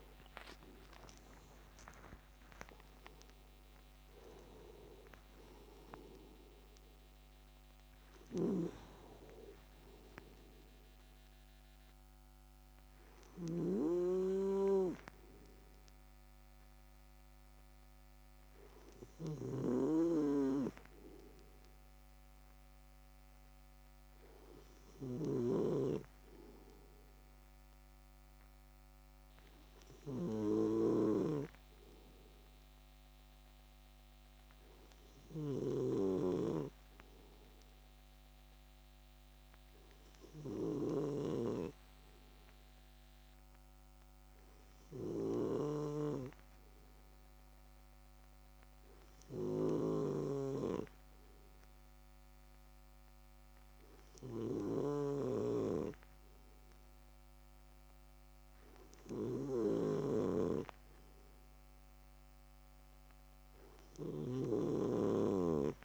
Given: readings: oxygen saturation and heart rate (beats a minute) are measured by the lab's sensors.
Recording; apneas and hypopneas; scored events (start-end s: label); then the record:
breathing in sleep by a microphone on the trachea; none
0.00-3.50 s: arousal
8.00-65.84 s: snoring (device-marked)
From the record:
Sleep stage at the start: N2 (light sleep); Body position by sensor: on the left side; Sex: male